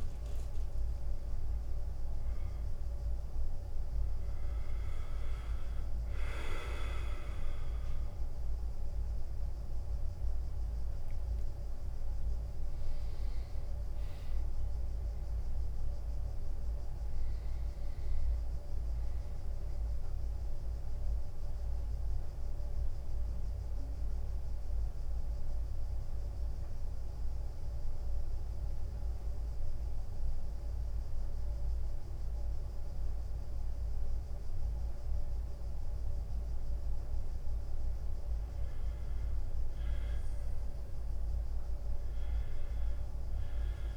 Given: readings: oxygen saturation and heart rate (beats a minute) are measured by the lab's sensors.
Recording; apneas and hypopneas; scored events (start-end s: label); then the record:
breathing in sleep, hard to hear, by a room microphone; 1
12.50-17.00 s: arousal
21.50-37.50 s: central apnea (oxygen 95% before, 91% lowest, heart rate 86 before, 82 extreme, up 1 after)
28.00-43.97 s: new sleep stage, N2 (light sleep)
40.00-43.97 s: drop in pulse transit time (device-marked, heart rate 85 before, 82 extreme)
40.50-43.97 s: arousal
42.00-43.97 s: oxygen desaturation (device-marked, oxygen 98% before, 94% lowest, heart rate 85 before, 81 extreme)
From the record:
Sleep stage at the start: N1 (lightest sleep); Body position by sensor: on the back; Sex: male